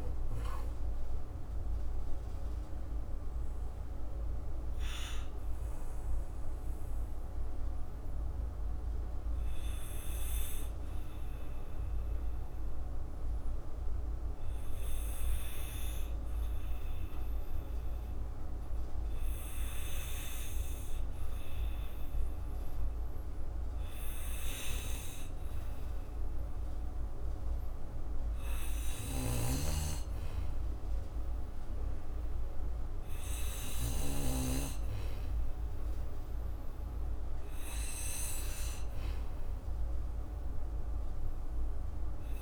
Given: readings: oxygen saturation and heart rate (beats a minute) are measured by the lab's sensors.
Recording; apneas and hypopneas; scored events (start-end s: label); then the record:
breathing in sleep by a room microphone; 1
5.50-25.00 s: obstructive apnea (oxygen 97% before, 91% lowest, heart rate 63 before, 56 extreme, up 8 after)
27.00-30.00 s: arousal
29.00-34.50 s: snoring (device-marked)
33.00-42.42 s: oxygen desaturation (device-marked, oxygen 99% before, 93% lowest, heart rate 59 before, 61 extreme)
From the record:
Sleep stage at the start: N2 (light sleep); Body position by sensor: on the back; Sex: male